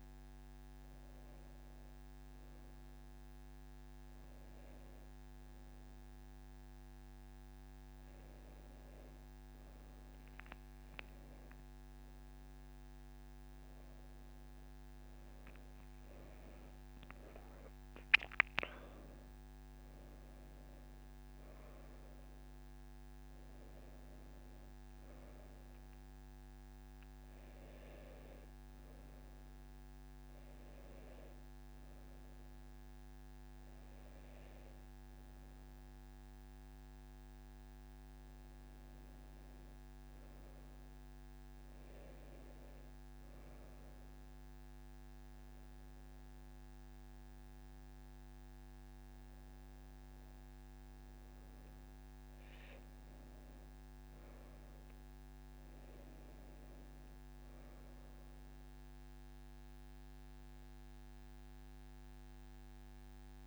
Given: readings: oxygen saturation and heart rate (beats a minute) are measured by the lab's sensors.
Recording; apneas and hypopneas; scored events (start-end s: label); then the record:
breathing in sleep, hard to hear, by a microphone on the trachea; none
1.00-63.46 s: new sleep stage, N2 (light sleep)
17.00-21.50 s: arousal
From the record:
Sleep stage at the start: N1 (lightest sleep); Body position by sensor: on the right side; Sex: female